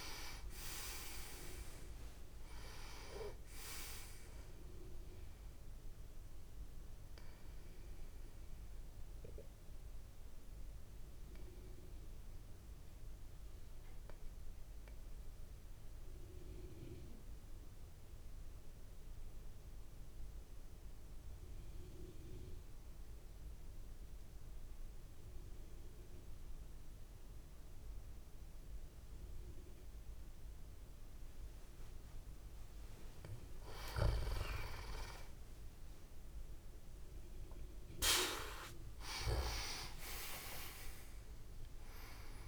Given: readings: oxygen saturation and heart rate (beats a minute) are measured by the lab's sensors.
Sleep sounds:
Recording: breathing in sleep by a room microphone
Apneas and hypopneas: 1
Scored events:
0.00-1.00 s: arousal
0.00-24.50 s: oxygen desaturation (device-marked, oxygen 88% lowest, heart rate 50 extreme)
7.50-32.00 s: obstructive apnea (oxygen 98% before, 88% lowest, heart rate 59 before, 50 extreme)
33.50-42.48 s: tachycardia (device-marked, heart rate 49 before, 174 extreme)
36.00-41.50 s: arousal
40.50-42.48 s: oxygen desaturation (device-marked, oxygen 97% before, 91% lowest)
From the record:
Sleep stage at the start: N2 (light sleep)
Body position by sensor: on the back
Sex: male

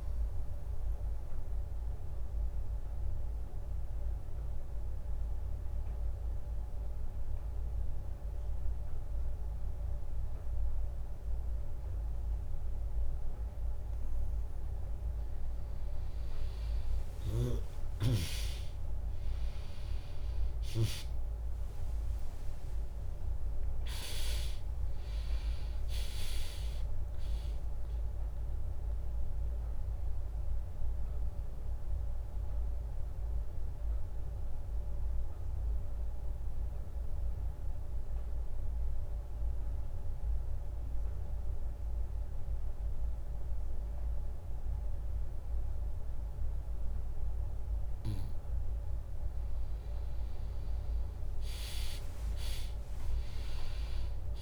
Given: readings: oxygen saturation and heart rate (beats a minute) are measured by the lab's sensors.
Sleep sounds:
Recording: breathing in sleep by a room microphone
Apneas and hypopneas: 2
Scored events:
0.00-4.50 s: drop in pulse transit time (device-marked, heart rate 68 extreme)
0.00-10.50 s: oxygen desaturation (device-marked, oxygen 96% lowest, heart rate 59 extreme)
1.00-15.00 s: obstructive apnea (oxygen 99% before, 96% lowest, heart rate 71 before, 59 extreme)
17.00-22.50 s: arousal
20.50-32.50 s: drop in pulse transit time (device-marked, heart rate 73 before, 62 extreme)
33.00-49.50 s: obstructive apnea (oxygen 99% before, 96% lowest, heart rate 71 before, 56 extreme)
48.50-52.50 s: bradycardia (device-marked, heart rate 75 before, 58 extreme)
51.00-54.42 s: arousal
From the record:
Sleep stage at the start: N2 (light sleep)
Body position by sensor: on the back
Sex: female

